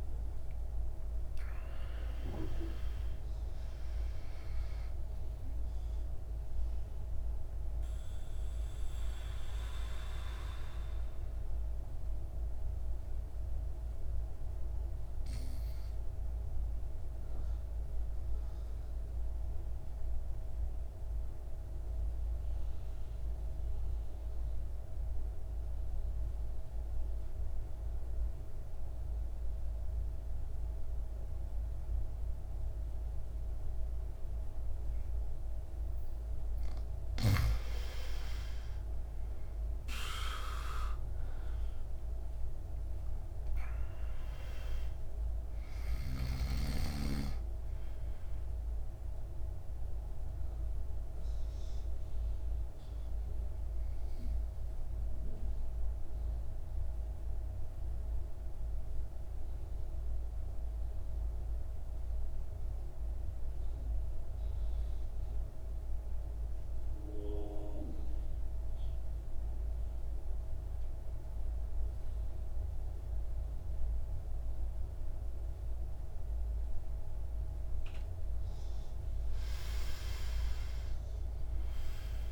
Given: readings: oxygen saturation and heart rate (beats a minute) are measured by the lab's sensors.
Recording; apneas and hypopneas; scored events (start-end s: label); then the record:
breathing in sleep by a room microphone; 2
0.00-2.50 s: arousal
0.00-27.00 s: oxygen desaturation (device-marked, oxygen 81% lowest, heart rate 53 extreme)
6.50-37.00 s: obstructive apnea (oxygen 99% before, 81% lowest, heart rate 62 before, 53 extreme, up 15 after)
37.00-69.00 s: oxygen desaturation (device-marked, oxygen 99% before, 82% lowest, heart rate 56 before, 53 extreme)
40.00-44.50 s: arousal
49.00-77.00 s: mixed apnea (oxygen 99% before, 80% lowest, heart rate 63 before, 52 extreme, up 14 after)
78.00-82.32 s: oxygen desaturation (device-marked, oxygen 99% before, 80% lowest, heart rate 55 before, 52 extreme)
79.50-82.32 s: arousal
From the record:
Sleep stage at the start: N2 (light sleep); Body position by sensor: on the back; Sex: male